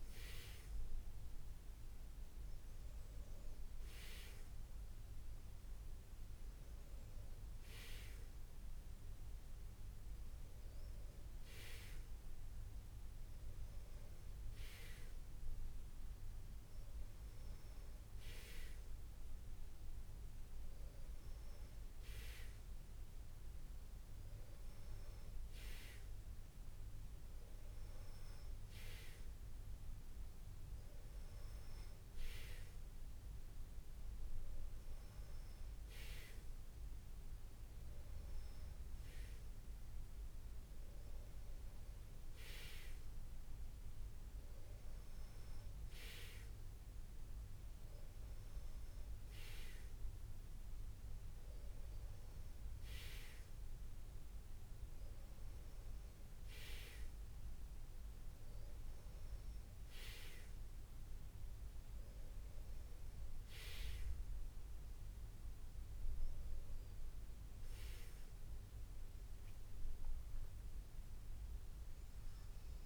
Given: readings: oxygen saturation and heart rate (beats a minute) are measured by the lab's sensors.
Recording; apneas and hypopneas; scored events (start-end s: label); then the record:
breathing in sleep by a room microphone; none
68.00-71.00 s: arousal
From the record:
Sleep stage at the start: N2 (light sleep); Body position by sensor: on the back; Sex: male